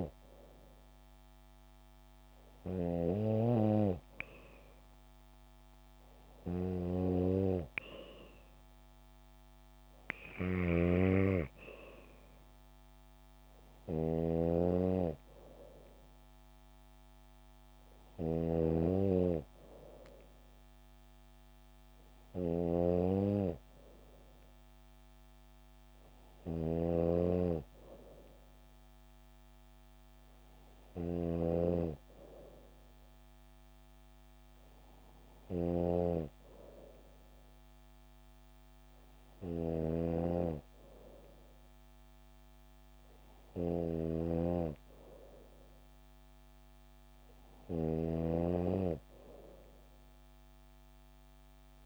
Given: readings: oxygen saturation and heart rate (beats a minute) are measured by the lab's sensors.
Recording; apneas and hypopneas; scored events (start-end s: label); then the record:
breathing in sleep by a microphone on the trachea; none
10.50-31.50 s: snoring (device-marked)
26.50-29.50 s: bradycardia (device-marked, heart rate 70 before, 70 extreme)
39.50-51.85 s: snoring (device-marked)
46.50-50.50 s: bradycardia (device-marked, heart rate 69 before, 58 extreme)
From the record:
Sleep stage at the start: N2 (light sleep); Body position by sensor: on the back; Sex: female